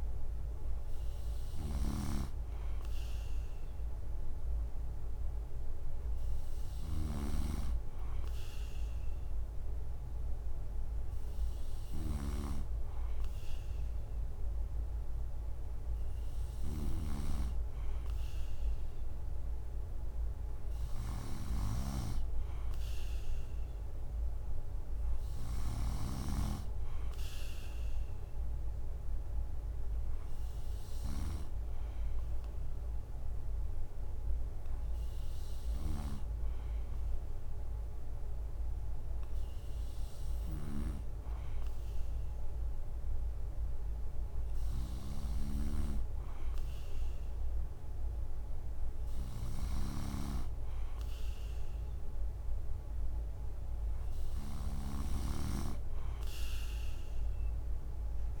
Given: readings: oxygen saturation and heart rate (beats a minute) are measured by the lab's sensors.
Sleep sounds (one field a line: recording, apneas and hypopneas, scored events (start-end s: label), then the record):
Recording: breathing in sleep by a room microphone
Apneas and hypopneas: none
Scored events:
0.00-26.00 s: snoring (device-marked)
35.50-58.40 s: snoring (device-marked)
From the record:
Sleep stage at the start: N3 (deep sleep)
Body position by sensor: on the right side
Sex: male